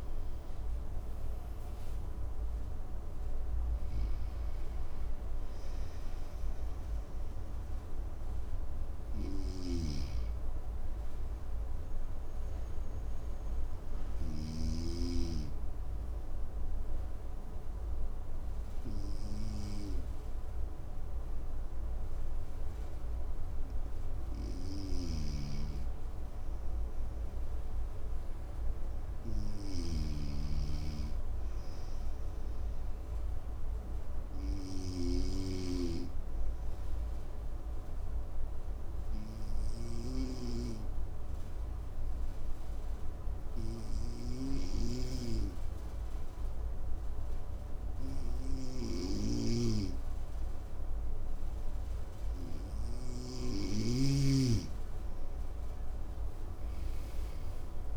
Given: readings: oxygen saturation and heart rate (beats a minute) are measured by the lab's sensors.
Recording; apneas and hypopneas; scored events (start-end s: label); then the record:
breathing in sleep by a room microphone; 2
0.00-20.50 s: oxygen desaturation (device-marked, oxygen 93% lowest, heart rate 55 extreme)
8.50-14.00 s: snoring (device-marked)
11.50-23.00 s: obstructive apnea (oxygen 98% before, 93% lowest, heart rate 63 before, 55 extreme, up 2 after)
24.00-34.50 s: snoring (device-marked)
24.50-28.00 s: arousal
32.50-52.00 s: obstructive apnea (oxygen 99% before, 95% lowest, heart rate 56 before, 55 extreme, up 8 after)
48.50-53.50 s: snoring (device-marked)
55.50-57.96 s: arousal
From the record:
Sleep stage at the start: N2 (light sleep); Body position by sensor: on the right side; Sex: male